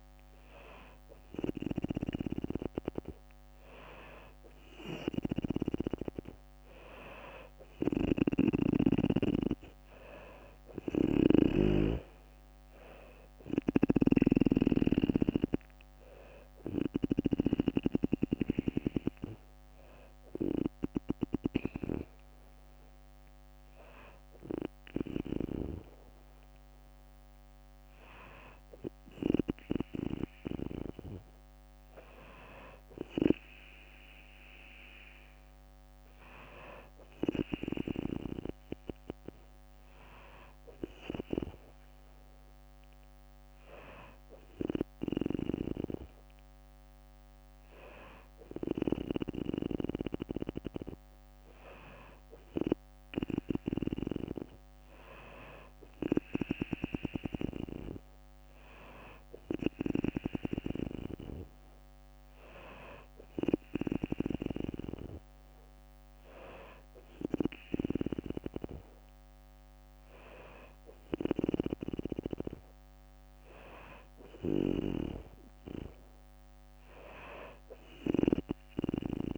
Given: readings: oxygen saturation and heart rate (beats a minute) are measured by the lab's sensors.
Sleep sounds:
breathing in sleep by a microphone on the trachea; none
1.00-16.50 s: snoring (device-marked)
9.00-22.00 s: drop in pulse transit time (device-marked, heart rate 64 before, 63 extreme)
10.00-12.50 s: arousal
From the record:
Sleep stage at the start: N2 (light sleep); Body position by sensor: on the back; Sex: female

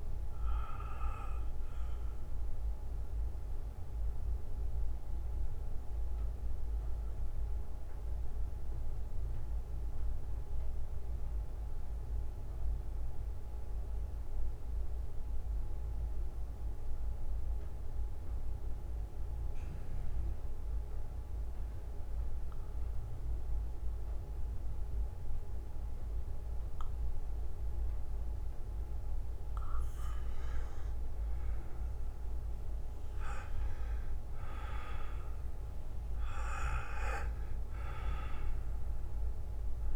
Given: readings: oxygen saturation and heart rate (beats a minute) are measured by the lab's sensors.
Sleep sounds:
breathing in sleep by a room microphone; 1
0.00-4.00 s: bradycardia (device-marked, heart rate 58 extreme)
5.00-7.00 s: bradycardia (device-marked, heart rate 59 before, 57 extreme)
8.00-24.00 s: bradycardia (device-marked, heart rate 59 before, 54 extreme)
9.00-31.00 s: mixed apnea (oxygen 97% before, 90% lowest, heart rate 64 before, 57 extreme, up 12 after)
10.00-24.00 s: oxygen desaturation (device-marked, oxygen 95% before, 90% lowest, heart rate 63 before, 57 extreme)
30.00-32.00 s: bradycardia (device-marked, heart rate 59 before, 64 extreme)
33.00-36.50 s: arousal
From the record:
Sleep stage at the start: REM sleep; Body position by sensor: on the back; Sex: male

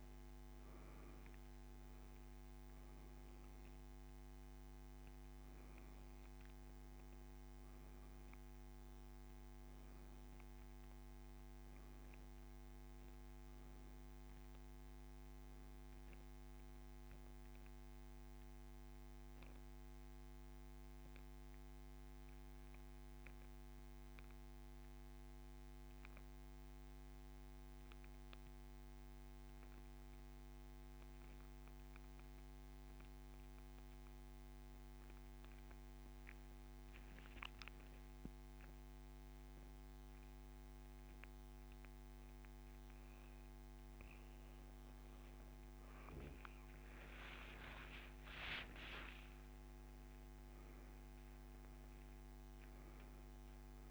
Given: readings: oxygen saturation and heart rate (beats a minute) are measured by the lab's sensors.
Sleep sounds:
breathing in sleep, hard to hear, by a microphone on the trachea; 1
10.00-40.00 s: oxygen desaturation (device-marked, oxygen 96% before, 89% lowest, heart rate 78 before, 25 extreme)
11.50-15.00 s: arousal
18.00-46.50 s: mixed apnea (oxygen 97% before, 89% lowest)
47.50-51.00 s: arousal
From the record:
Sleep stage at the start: N2 (light sleep); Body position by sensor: on the back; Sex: male

